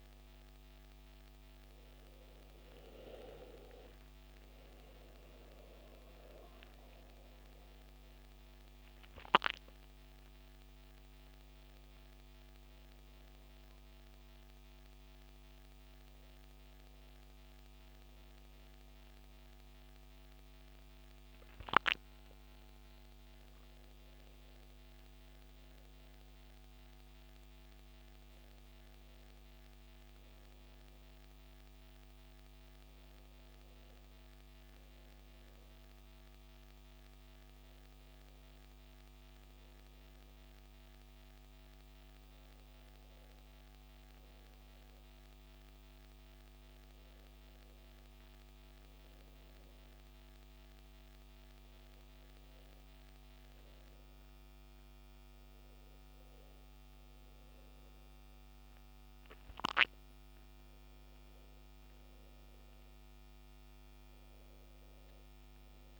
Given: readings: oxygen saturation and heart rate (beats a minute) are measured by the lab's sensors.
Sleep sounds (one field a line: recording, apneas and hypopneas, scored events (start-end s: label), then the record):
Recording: breathing in sleep, hard to hear, by a microphone on the trachea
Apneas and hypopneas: none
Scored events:
4.00-8.00 s: arousal
63.00-66.00 s: new sleep stage, awake
From the record:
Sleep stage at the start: N2 (light sleep)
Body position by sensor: on the back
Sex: male